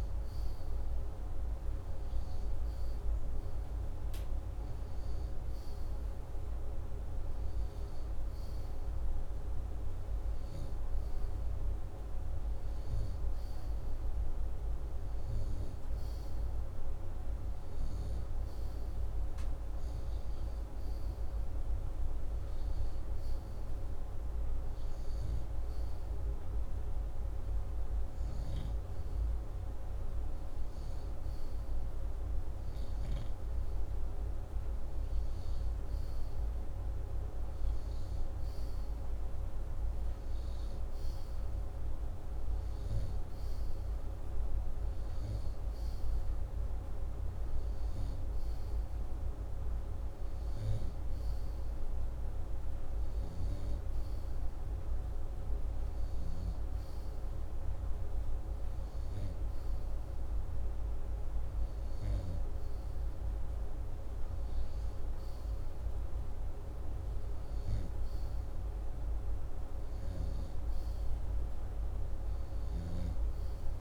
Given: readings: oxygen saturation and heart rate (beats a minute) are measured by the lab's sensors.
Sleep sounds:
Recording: breathing in sleep, hard to hear, by a room microphone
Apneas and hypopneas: none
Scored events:
none scored
From the record:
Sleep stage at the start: N2 (light sleep)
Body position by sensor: upright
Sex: male

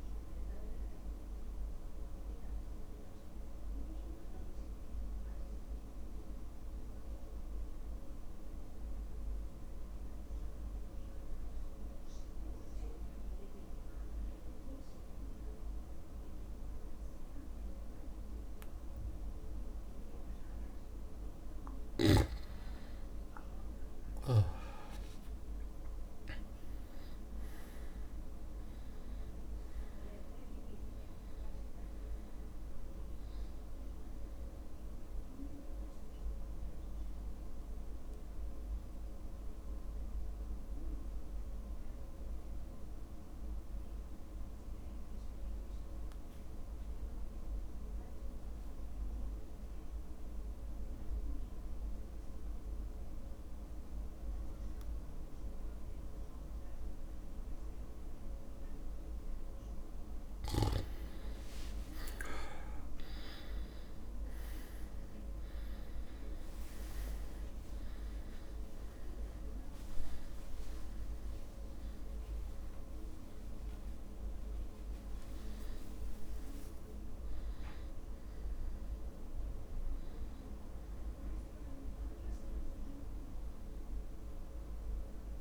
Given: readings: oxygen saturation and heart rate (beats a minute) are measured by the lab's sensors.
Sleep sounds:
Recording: breathing in sleep, hard to hear, by a room microphone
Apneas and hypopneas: 2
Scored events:
0.00-7.50 s: drop in pulse transit time (device-marked, heart rate 49 extreme)
0.00-20.50 s: oxygen desaturation (device-marked, oxygen 93% lowest, heart rate 49 extreme)
2.50-21.00 s: mixed apnea (oxygen 99% before, 92% lowest, heart rate 60 before, 49 extreme, up 11 after)
24.00-28.00 s: arousal
25.00-27.00 s: long interval between heartbeats (device-marked, heart rate 51 before, 60 extreme)
27.50-43.50 s: drop in pulse transit time (device-marked, heart rate 52 before, 49 extreme)
34.50-56.50 s: oxygen desaturation (device-marked, oxygen 99% before, 92% lowest, heart rate 55 before, 50 extreme)
36.50-60.00 s: mixed apnea (oxygen 99% before, 89% lowest, heart rate 55 before, 50 extreme, up 2 after)
62.00-66.00 s: arousal
69.50-85.41 s: oxygen desaturation (device-marked, oxygen 99% before, 89% lowest, heart rate 52 before, 50 extreme)
From the record:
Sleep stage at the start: N2 (light sleep)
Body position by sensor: on the back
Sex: male

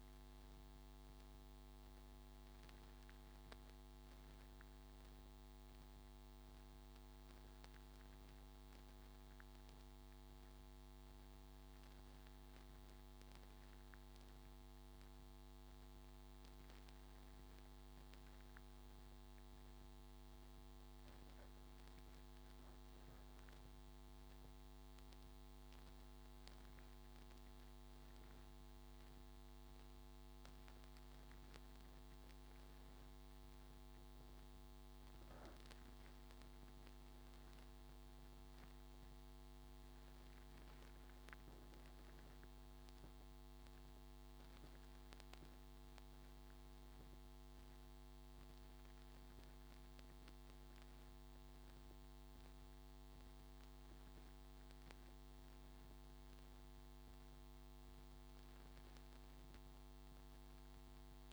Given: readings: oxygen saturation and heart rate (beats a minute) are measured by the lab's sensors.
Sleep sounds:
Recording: breathing in sleep, hard to hear, by a microphone on the trachea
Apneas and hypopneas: none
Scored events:
none scored
From the record:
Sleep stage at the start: N2 (light sleep)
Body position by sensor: on the front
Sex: male

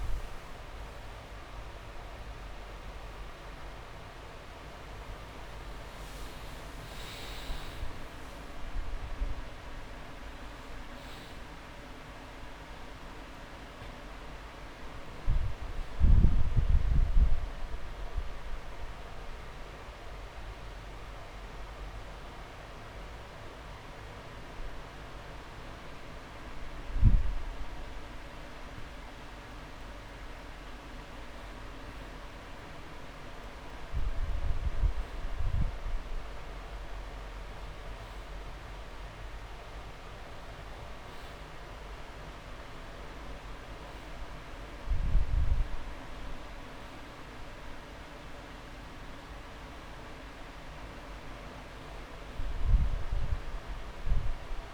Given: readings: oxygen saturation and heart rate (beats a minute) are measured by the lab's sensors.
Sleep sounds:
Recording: breathing in sleep, hard to hear, by a room microphone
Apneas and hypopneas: none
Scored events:
0.00-3.00 s: arousal
5.00-7.00 s: long interval between heartbeats (device-marked)
28.50-30.50 s: long interval between heartbeats (device-marked)
37.50-39.50 s: long interval between heartbeats (device-marked)
From the record:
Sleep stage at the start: N2 (light sleep)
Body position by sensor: on the back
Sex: male

